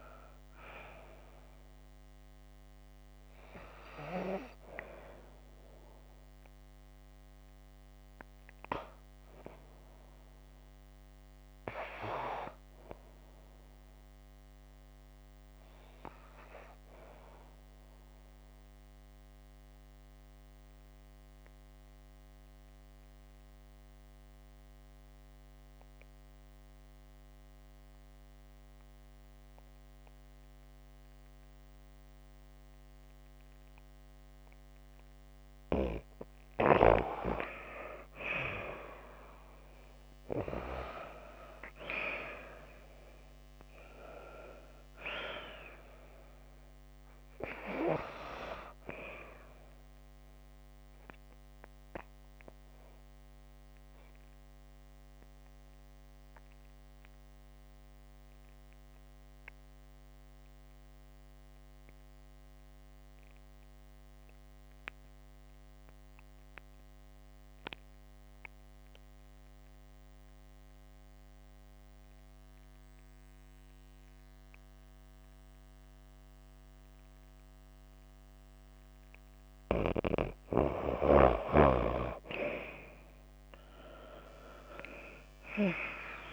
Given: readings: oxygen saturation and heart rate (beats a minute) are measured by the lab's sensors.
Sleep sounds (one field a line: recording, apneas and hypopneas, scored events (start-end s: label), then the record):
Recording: breathing in sleep by a microphone on the trachea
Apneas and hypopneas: 2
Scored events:
0.00-9.50 s: oxygen desaturation (device-marked, oxygen 93% lowest, heart rate 47 extreme)
10.00-14.00 s: arousal
11.50-38.50 s: oxygen desaturation (device-marked, oxygen 94% before, 85% lowest, heart rate 55 before, 28 extreme)
19.50-35.00 s: obstructive apnea (oxygen 97% before, 85% lowest, heart rate 52 before, 28 extreme, up 14 after)
39.50-44.00 s: arousal
51.50-78.50 s: obstructive apnea (oxygen 97% before, 86% lowest, heart rate 54 before, 50 extreme, up 11 after)
66.50-83.50 s: oxygen desaturation (device-marked, oxygen 94% before, 86% lowest, heart rate 47 before, 50 extreme)
83.50-86.33 s: arousal
From the record:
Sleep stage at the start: N2 (light sleep)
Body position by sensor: on the back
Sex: female